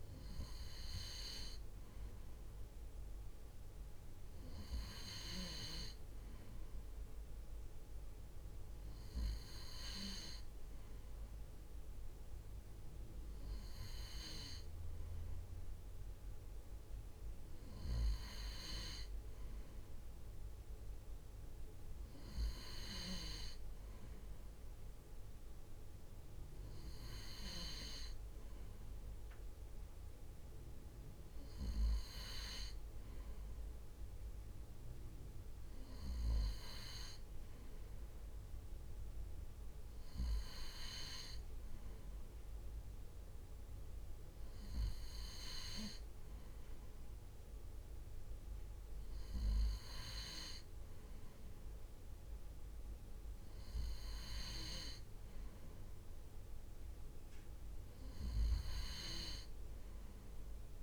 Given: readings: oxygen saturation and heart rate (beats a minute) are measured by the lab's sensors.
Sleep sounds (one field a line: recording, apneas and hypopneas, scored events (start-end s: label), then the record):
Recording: breathing in sleep by a room microphone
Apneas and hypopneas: none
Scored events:
none scored
From the record:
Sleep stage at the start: N3 (deep sleep)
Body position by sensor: on the right side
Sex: male